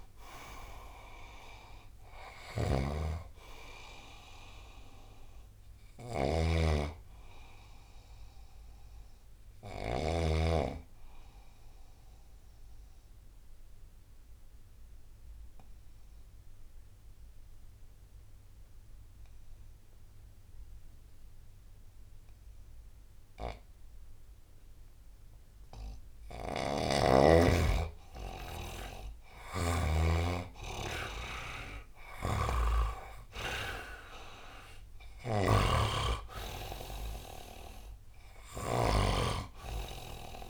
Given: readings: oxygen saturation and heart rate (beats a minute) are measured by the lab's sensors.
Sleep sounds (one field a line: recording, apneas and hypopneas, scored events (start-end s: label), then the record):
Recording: breathing in sleep by a room microphone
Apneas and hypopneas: 1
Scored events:
0.00-10.00 s: snoring (device-marked)
0.00-17.00 s: oxygen desaturation (device-marked, oxygen 89% lowest, heart rate 65 extreme)
7.50-26.50 s: obstructive apnea (oxygen 98% before, 89% lowest, heart rate 81 before, 72 extreme, up 6 after)
26.00-29.50 s: snoring (device-marked)
29.00-32.00 s: arousal
31.50-40.49 s: snoring (device-marked)
33.00-40.49 s: oxygen desaturation (device-marked, oxygen 99% before, 93% lowest, heart rate 83 before, 66 extreme)
From the record:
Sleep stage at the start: N2 (light sleep)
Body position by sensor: on the right side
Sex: male